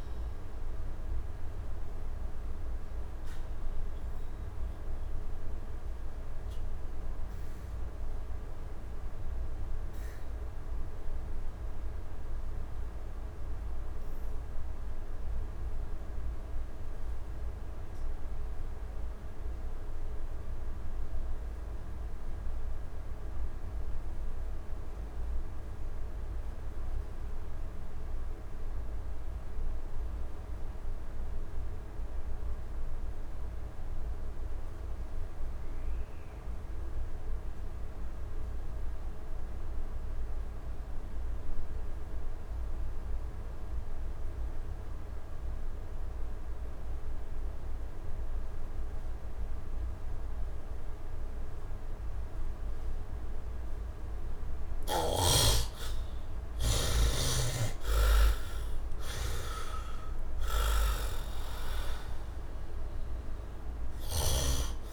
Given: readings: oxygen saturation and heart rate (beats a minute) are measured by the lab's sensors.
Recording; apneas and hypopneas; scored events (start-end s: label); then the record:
breathing in sleep by a room microphone; 1
0.00-14.50 s: oxygen desaturation (device-marked, oxygen 54% lowest, heart rate 64 extreme)
5.50-53.50 s: obstructive apnea (heart rate 81 before, 63 extreme, up 18 after)
16.50-64.93 s: oxygen desaturation (device-marked, heart rate 73 before, 63 extreme)
56.50-61.00 s: arousal
From the record:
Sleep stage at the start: N2 (light sleep); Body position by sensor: on the right side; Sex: male